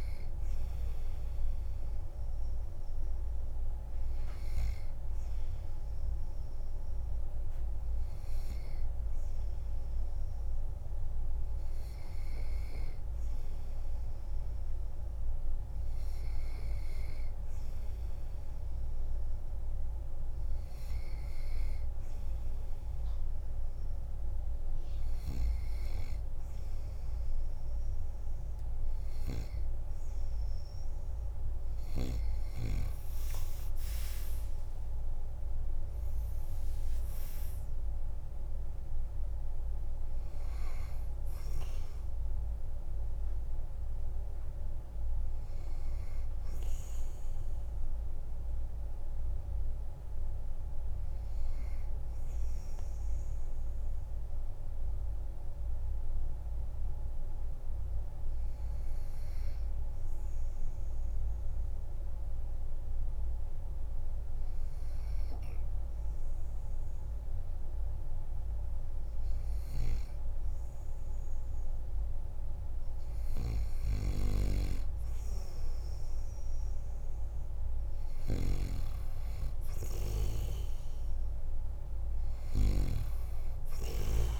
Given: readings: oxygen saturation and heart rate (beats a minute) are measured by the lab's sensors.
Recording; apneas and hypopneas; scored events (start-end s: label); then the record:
breathing in sleep by a room microphone; 1
23.50-83.50 s: new sleep stage, N2 (light sleep)
34.00-36.00 s: long interval between heartbeats (device-marked, heart rate 52 before, 76 extreme)
34.00-38.00 s: arousal
54.00-71.00 s: obstructive apnea (oxygen 95% before, 94% lowest, heart rate 62 before, 45 extreme, up 10 after)
77.50-84.40 s: oxygen desaturation (device-marked, oxygen 98% before, 94% lowest, heart rate 50 before, 44 extreme)
83.50-84.40 s: new sleep stage, N3 (deep sleep)
From the record:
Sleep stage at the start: N3 (deep sleep); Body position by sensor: on the back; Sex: male